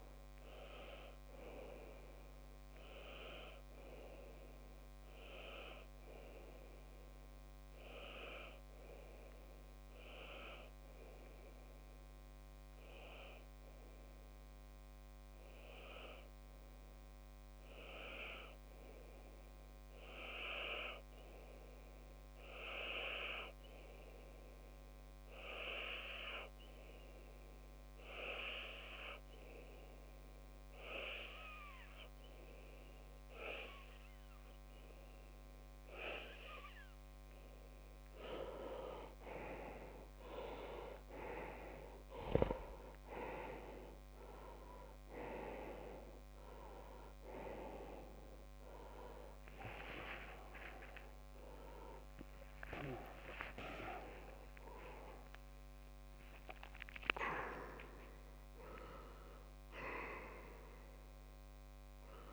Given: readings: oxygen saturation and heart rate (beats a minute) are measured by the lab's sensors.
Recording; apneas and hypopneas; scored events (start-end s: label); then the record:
breathing in sleep by a microphone on the trachea; 1
0.50-38.50 s: obstructive apnea (oxygen 99% before, 93% lowest)
35.00-52.00 s: oxygen desaturation (device-marked, oxygen 98% before, 93% lowest)
49.50-54.00 s: arousal
52.00-54.00 s: long interval between heartbeats (device-marked)
From the record:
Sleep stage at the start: N2 (light sleep); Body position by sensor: on the left side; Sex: male